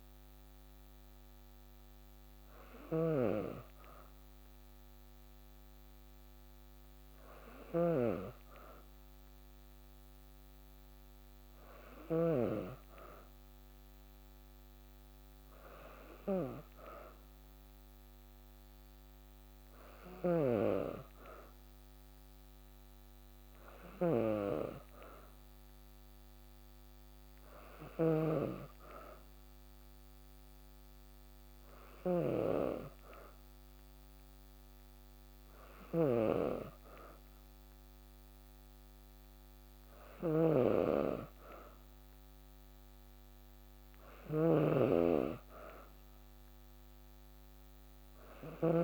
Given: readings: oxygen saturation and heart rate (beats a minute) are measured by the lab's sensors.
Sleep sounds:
breathing in sleep by a microphone on the trachea; none
0.00-11.50 s: snoring (device-marked)
19.50-48.84 s: snoring (device-marked)
From the record:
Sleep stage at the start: N2 (light sleep); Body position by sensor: on the back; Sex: female

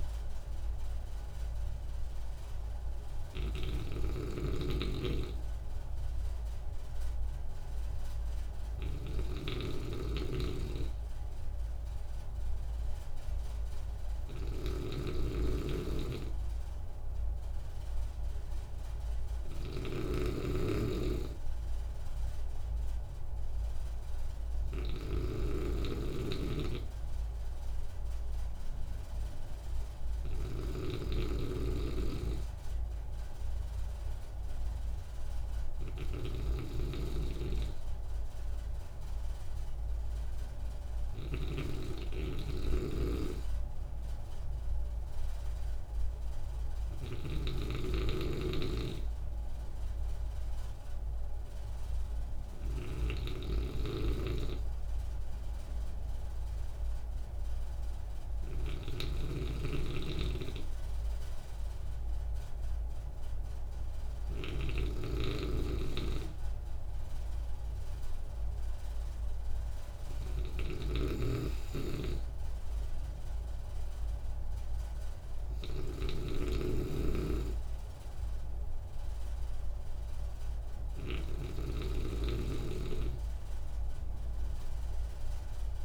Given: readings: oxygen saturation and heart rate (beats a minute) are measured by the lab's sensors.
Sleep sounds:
breathing in sleep by a room microphone; none
0.00-85.85 s: snoring (device-marked)
From the record:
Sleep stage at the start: N2 (light sleep); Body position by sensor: on the right side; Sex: male

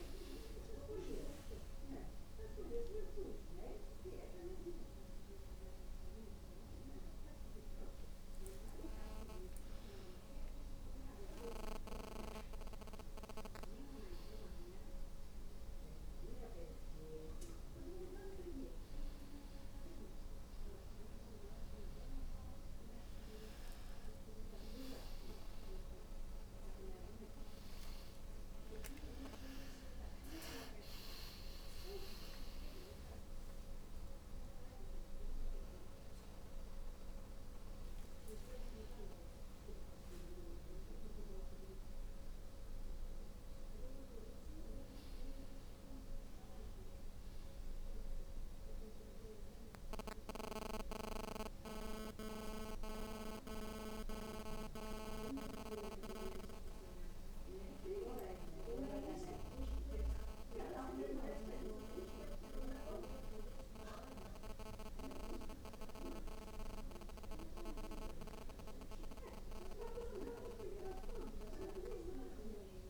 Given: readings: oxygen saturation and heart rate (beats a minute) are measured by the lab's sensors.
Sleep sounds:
a person awake in a sleep study, by a room microphone; 1
57.50-72.90 s: new sleep stage, N1 (lightest sleep)
58.00-68.50 s: hypopnea (oxygen 97% before, 93% lowest, heart rate 84 before, 71 extreme, up 1 after)
71.50-72.90 s: arousal
From the record:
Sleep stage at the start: awake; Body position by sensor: on the back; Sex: female

